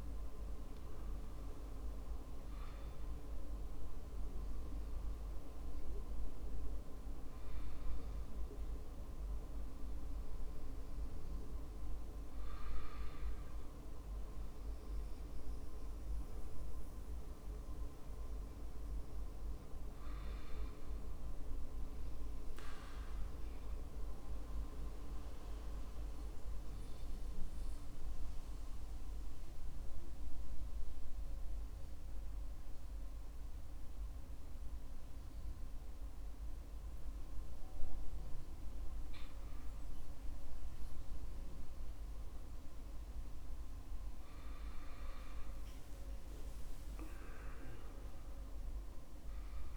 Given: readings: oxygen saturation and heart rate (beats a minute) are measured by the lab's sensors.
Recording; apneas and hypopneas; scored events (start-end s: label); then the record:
breathing in sleep, hard to hear, by a room microphone; 1
25.00-39.00 s: obstructive apnea (oxygen 96% before, 93% lowest, heart rate 60 before, 58 extreme, up 9 after)
From the record:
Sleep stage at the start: N2 (light sleep); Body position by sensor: on the back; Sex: male